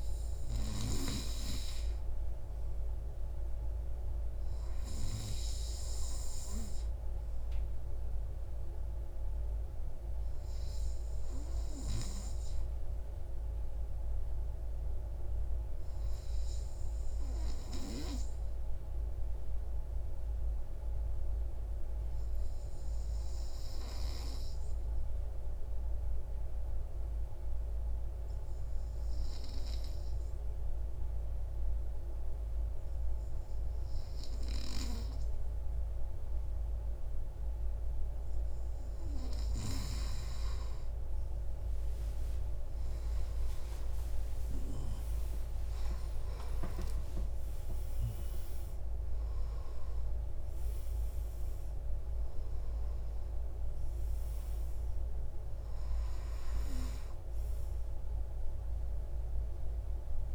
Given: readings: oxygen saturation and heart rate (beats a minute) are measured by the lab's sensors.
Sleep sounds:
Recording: breathing in sleep by a room microphone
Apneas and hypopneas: 1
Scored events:
20.00-38.50 s: obstructive apnea (oxygen 98% before, 94% lowest)
41.00-47.50 s: arousal
From the record:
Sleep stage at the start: N2 (light sleep)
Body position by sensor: on the right side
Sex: male

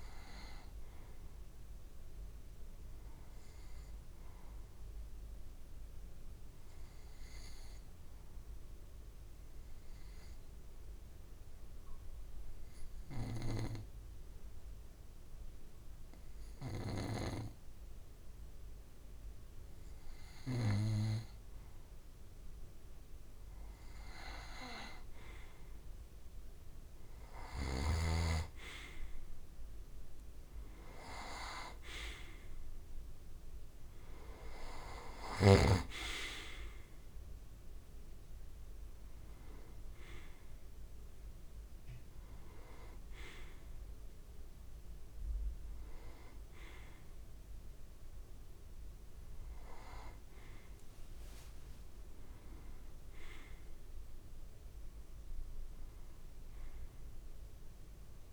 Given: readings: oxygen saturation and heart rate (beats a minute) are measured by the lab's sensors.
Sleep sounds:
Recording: breathing in sleep by a room microphone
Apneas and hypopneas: 1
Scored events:
4.50-20.50 s: obstructive apnea (oxygen 95% before, 88% lowest)
13.00-20.50 s: snoring (device-marked)
21.00-25.00 s: arousal
22.50-47.50 s: oxygen desaturation (device-marked, oxygen 94% before, 88% lowest)
From the record:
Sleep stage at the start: N2 (light sleep)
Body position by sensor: on the right side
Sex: male

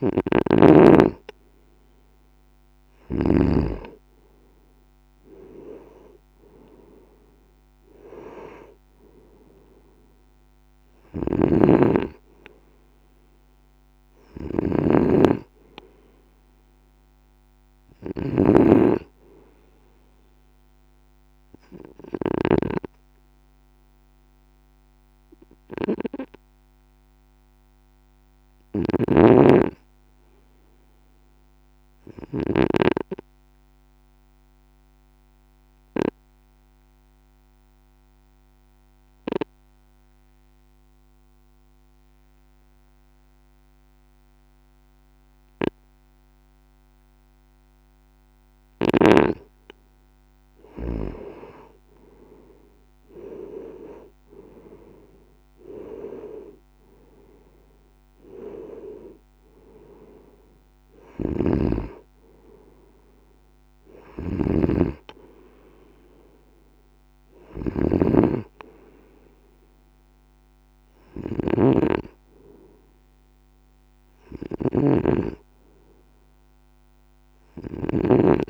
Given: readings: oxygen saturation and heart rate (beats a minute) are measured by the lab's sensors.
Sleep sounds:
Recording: breathing in sleep by a microphone on the trachea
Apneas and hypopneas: 1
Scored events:
0.00-3.00 s: arousal
0.00-3.50 s: snoring (device-marked)
11.00-22.50 s: snoring (device-marked)
28.50-32.50 s: snoring (device-marked)
32.00-49.00 s: obstructive apnea (oxygen 96% before, 91% lowest, heart rate 55 before, 53 extreme, up 9 after)
51.50-56.00 s: arousal
61.00-78.00 s: snoring (device-marked)
68.50-78.50 s: oxygen desaturation (device-marked, oxygen 94% before, 91% lowest, heart rate 60 before, 54 extreme)
73.00-76.50 s: arousal
From the record:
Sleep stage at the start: N2 (light sleep)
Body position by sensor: on the right side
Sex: male

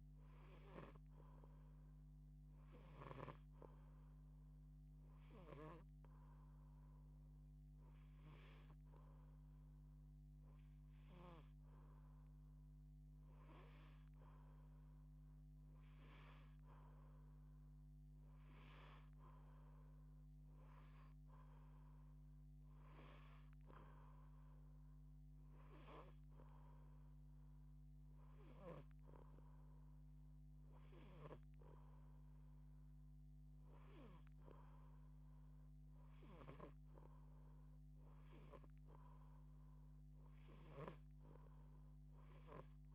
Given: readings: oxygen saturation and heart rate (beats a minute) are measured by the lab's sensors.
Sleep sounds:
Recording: breathing in sleep by a microphone on the trachea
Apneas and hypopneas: none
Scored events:
0.00-17.00 s: oxygen desaturation (device-marked, oxygen 87% lowest)
30.50-42.95 s: snoring (device-marked)
From the record:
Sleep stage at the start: N2 (light sleep)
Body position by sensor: on the back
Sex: female

